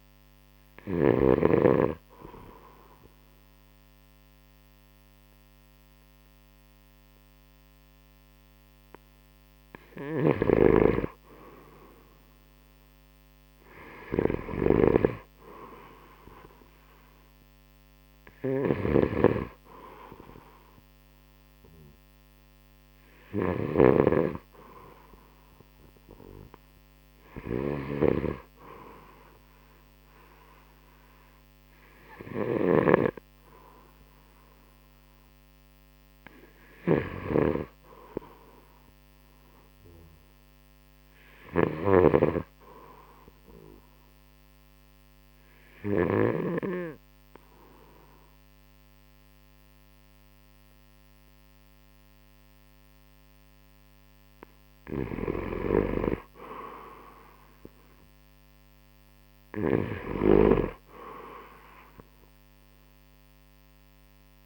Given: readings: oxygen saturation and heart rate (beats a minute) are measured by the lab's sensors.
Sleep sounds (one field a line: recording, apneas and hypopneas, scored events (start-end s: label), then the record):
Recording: breathing in sleep by a microphone on the trachea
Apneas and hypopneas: 1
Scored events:
0.00-1.50 s: snoring (device-marked)
10.00-46.50 s: snoring (device-marked)
21.50-35.50 s: oxygen desaturation (device-marked, oxygen 93% before, 90% lowest, heart rate 71 before, 65 extreme)
44.00-54.50 s: obstructive apnea (oxygen 96% before, 90% lowest, heart rate 73 before, 64 extreme, up 7 after)
55.50-59.00 s: arousal
59.50-64.46 s: drop in pulse transit time (device-marked, heart rate 69 before, 68 extreme)
From the record:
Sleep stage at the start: N2 (light sleep)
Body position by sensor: on the right side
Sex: male